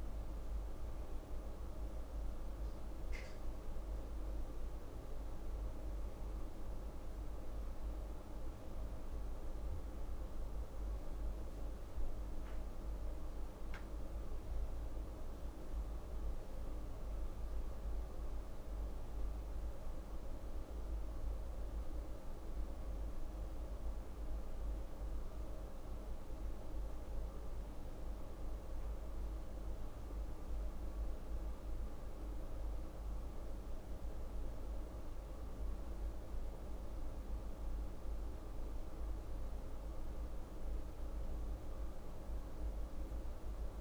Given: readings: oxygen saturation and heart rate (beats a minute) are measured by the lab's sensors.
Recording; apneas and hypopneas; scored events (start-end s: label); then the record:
breathing in sleep, hard to hear, by a room microphone; none
none scored
From the record:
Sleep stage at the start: N1 (lightest sleep); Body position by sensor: on the right side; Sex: female